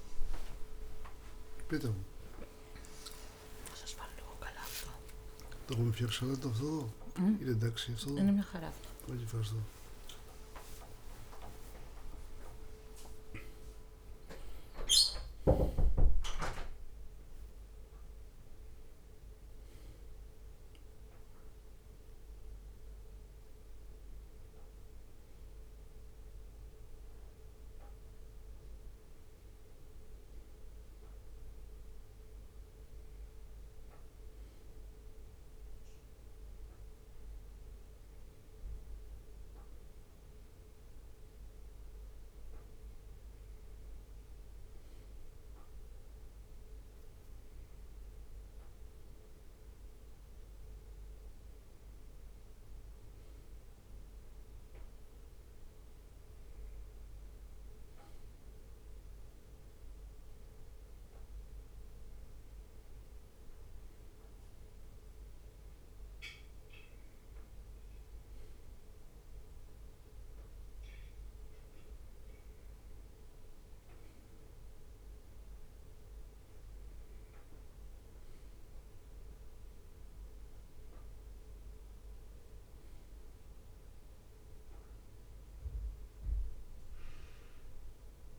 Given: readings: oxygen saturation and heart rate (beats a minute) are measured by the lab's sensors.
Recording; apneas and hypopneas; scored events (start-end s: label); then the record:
a person partly awake in a sleep study, by a room microphone; none
11.50-13.00 s: leg movement (device-marked)
23.50-88.39 s: new sleep stage, N1 (lightest sleep)
From the record:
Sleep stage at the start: awake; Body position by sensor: on the back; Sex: male